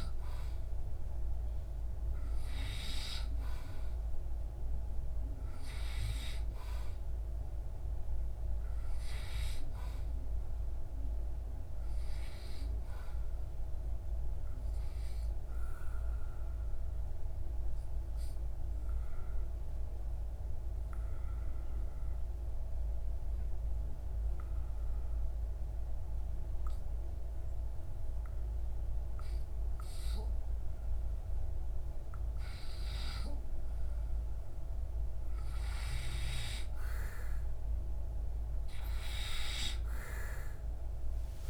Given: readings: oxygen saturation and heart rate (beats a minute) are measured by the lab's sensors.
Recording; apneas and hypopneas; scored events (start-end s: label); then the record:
breathing in sleep by a room microphone; 1
14.00-30.00 s: obstructive apnea (oxygen 97% before, 90% lowest)
39.50-41.50 s: arousal
From the record:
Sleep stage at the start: N2 (light sleep); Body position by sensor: on the back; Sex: male